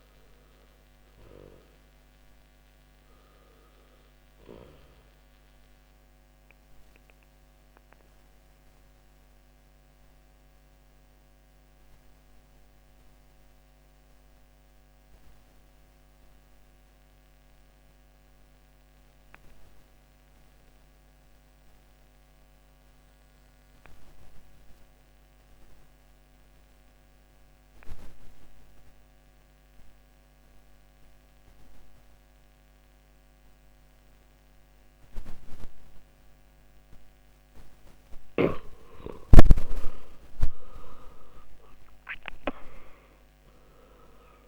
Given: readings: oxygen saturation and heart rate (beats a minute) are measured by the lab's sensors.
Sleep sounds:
breathing in sleep by a microphone on the trachea; 1
0.00-19.50 s: oxygen desaturation (device-marked, oxygen 87% lowest, heart rate 54 extreme)
3.00-38.50 s: obstructive apnea (oxygen 97% before, 81% lowest, heart rate 70 before, 54 extreme, up 15 after)
34.50-44.47 s: oxygen desaturation (device-marked, oxygen 98% before, 81% lowest, heart rate 58 before, 55 extreme)
40.50-44.47 s: arousal
From the record:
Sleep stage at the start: N2 (light sleep); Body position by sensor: on the back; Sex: male

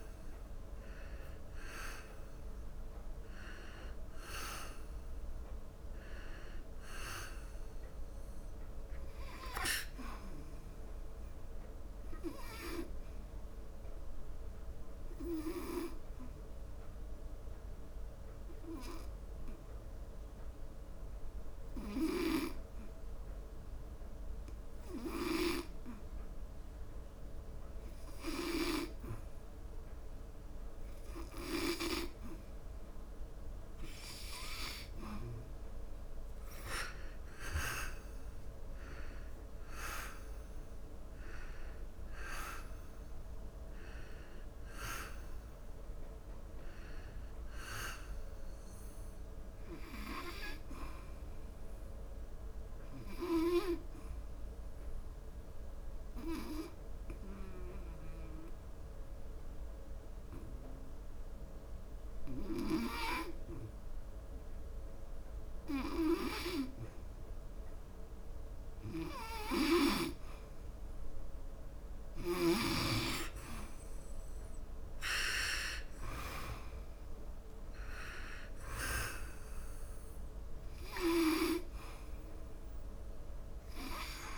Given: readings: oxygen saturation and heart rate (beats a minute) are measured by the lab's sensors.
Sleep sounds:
breathing in sleep by a room microphone; 2
3.00-26.00 s: oxygen desaturation (device-marked, oxygen 97% before, 89% lowest, heart rate 78 before, 68 extreme)
11.50-32.50 s: obstructive apnea (oxygen 97% before, 88% lowest, heart rate 80 before, 68 extreme, up 13 after)
35.00-40.00 s: arousal
39.00-64.00 s: oxygen desaturation (device-marked, oxygen 98% before, 88% lowest, heart rate 75 before, 72 extreme)
53.00-69.00 s: obstructive apnea (oxygen 98% before, 86% lowest, heart rate 80 before, 72 extreme, up 1 after)
71.00-74.50 s: arousal
74.00-84.38 s: oxygen desaturation (device-marked, oxygen 98% before, 90% lowest, heart rate 75 before, 68 extreme)
From the record:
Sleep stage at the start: N2 (light sleep); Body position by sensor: on the back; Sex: male

